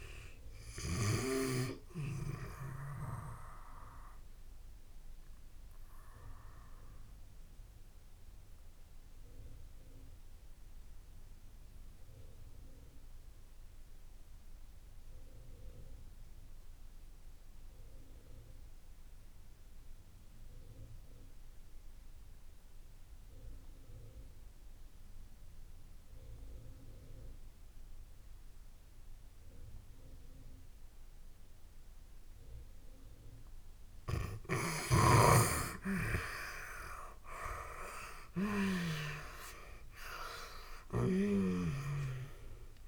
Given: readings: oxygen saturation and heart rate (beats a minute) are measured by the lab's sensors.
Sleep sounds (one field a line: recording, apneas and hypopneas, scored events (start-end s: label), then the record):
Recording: breathing in sleep by a room microphone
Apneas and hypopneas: 1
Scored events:
0.00-2.00 s: snoring (device-marked)
3.00-27.00 s: oxygen desaturation (device-marked, oxygen 96% before, 86% lowest)
3.50-32.50 s: obstructive apnea (oxygen 96% before, 80% lowest)
34.50-38.50 s: snoring (device-marked)
35.00-42.88 s: oxygen desaturation (device-marked, oxygen 97% before, 80% lowest)
36.00-40.00 s: arousal
From the record:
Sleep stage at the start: N2 (light sleep)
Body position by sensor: on the back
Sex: female